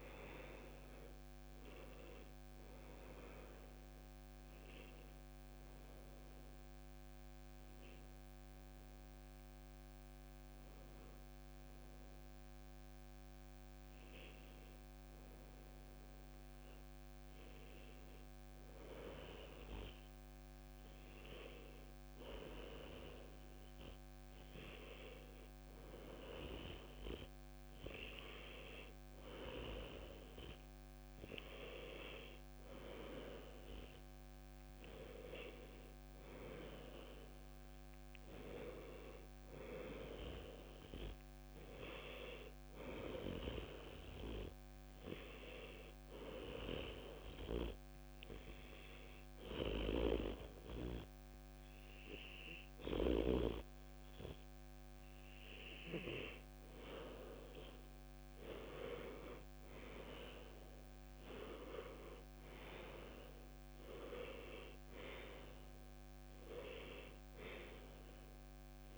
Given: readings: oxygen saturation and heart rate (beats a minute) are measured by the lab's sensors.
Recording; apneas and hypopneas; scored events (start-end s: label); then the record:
breathing in sleep by a microphone on the trachea; 2
0.00-15.00 s: oxygen desaturation (device-marked, oxygen 95% before, 90% lowest, heart rate 75 before, 72 extreme)
6.00-24.50 s: hypopnea (oxygen 95% before, 90% lowest, heart rate 76 before, 72 extreme, up 0 after)
27.50-31.50 s: arousal
28.00-55.00 s: oxygen desaturation (device-marked, oxygen 96% before, 92% lowest, heart rate 75 before, 70 extreme)
38.00-68.97 s: new sleep stage, N2 (light sleep)
46.00-56.50 s: hypopnea (oxygen 96% before, 90% lowest, heart rate 73 before, 70 extreme, up 3 after)
59.00-62.00 s: arousal
From the record:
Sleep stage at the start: N1 (lightest sleep); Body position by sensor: on the back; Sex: male